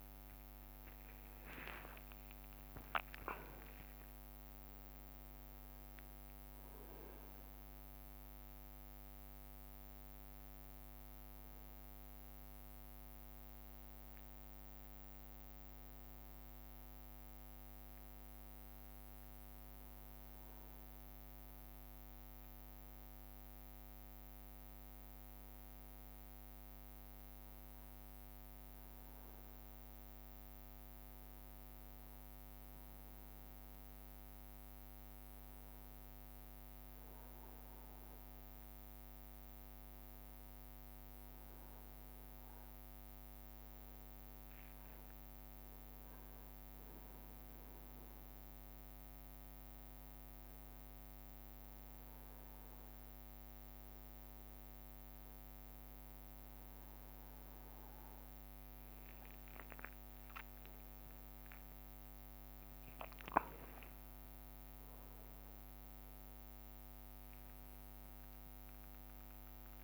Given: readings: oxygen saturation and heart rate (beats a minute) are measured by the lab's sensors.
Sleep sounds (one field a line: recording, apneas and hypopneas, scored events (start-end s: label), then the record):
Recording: breathing in sleep, hard to hear, by a microphone on the trachea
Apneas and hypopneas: none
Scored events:
0.00-1.50 s: long interval between heartbeats (device-marked, heart rate 75 extreme)
0.00-3.50 s: arousal
0.00-5.00 s: tachycardia (device-marked, heart rate 124 extreme)
0.00-5.50 s: leg movement (device-marked)
1.50-3.50 s: long interval between heartbeats (device-marked, heart rate 69 before, 107 extreme)
3.00-15.00 s: drop in pulse transit time (device-marked, heart rate 73 before, 65 extreme)
5.50-7.50 s: long interval between heartbeats (device-marked, heart rate 79 before, 140 extreme)
20.50-23.50 s: leg movement (device-marked)
41.00-69.84 s: new sleep stage, N2 (light sleep)
59.00-67.00 s: tachycardia (device-marked, heart rate 71 before, 150 extreme)
59.50-61.00 s: leg movement (device-marked)
59.50-61.50 s: long interval between heartbeats (device-marked, heart rate 68 before, 74 extreme)
61.00-65.00 s: arousal
61.00-69.84 s: drop in pulse transit time (device-marked, heart rate 69 before, 68 extreme)
62.50-64.50 s: long interval between heartbeats (device-marked, heart rate 70 before, 110 extreme)
64.00-66.00 s: leg movement (device-marked)
65.00-67.00 s: long interval between heartbeats (device-marked, heart rate 79 before, 146 extreme)
67.00-69.84 s: leg movement (device-marked)
From the record:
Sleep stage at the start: N1 (lightest sleep)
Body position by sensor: on the back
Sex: male